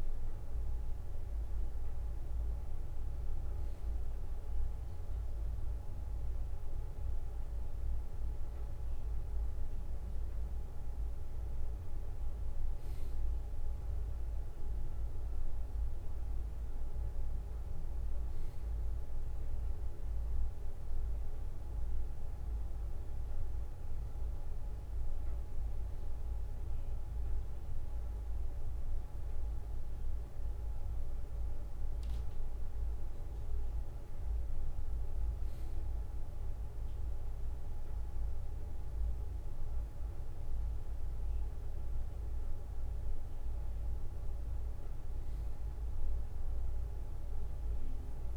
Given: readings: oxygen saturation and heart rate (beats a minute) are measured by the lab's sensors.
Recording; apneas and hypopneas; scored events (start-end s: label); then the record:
breathing in sleep, hard to hear, by a room microphone; none
none scored
From the record:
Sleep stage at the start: N1 (lightest sleep); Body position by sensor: on the back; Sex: male